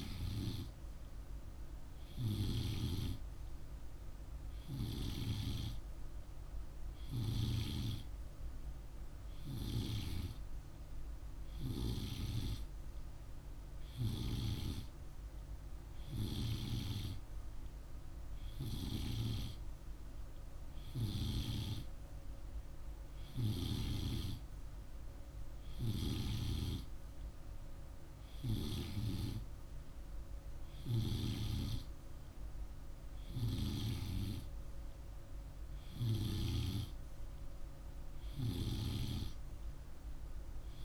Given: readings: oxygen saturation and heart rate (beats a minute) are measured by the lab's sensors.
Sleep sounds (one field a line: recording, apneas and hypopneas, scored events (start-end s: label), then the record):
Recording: breathing in sleep by a room microphone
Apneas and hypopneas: none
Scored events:
none scored
From the record:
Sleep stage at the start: N2 (light sleep)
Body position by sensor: on the right side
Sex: male